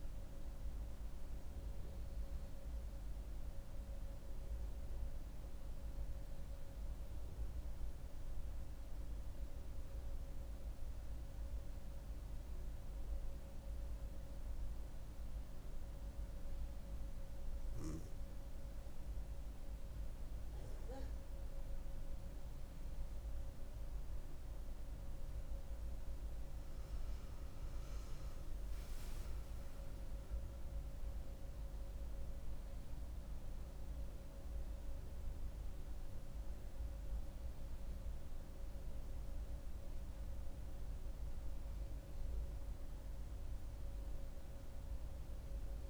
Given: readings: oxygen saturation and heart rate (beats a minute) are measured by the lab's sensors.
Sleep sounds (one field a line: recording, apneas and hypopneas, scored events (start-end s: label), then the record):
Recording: breathing in sleep, hard to hear, by a room microphone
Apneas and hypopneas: 1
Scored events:
1.50-17.50 s: mixed apnea (oxygen 96% before, 90% lowest)
19.50-23.50 s: arousal
20.00-45.90 s: oxygen desaturation (device-marked, oxygen 96% before, 90% lowest)
From the record:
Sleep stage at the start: N2 (light sleep)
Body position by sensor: on the back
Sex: female